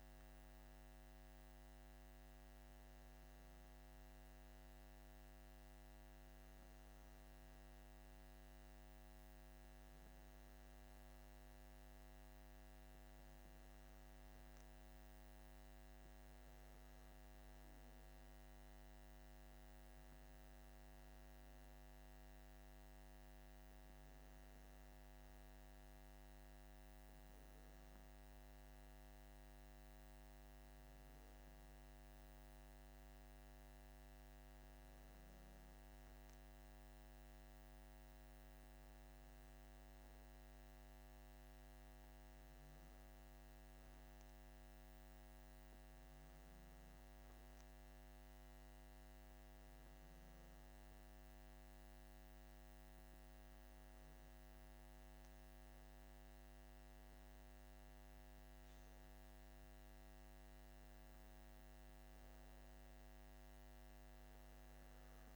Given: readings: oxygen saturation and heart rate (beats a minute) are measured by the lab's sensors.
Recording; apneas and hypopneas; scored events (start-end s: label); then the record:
breathing in sleep, hard to hear, by a microphone on the trachea; none
none scored
From the record:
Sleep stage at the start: N2 (light sleep); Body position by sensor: on the back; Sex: male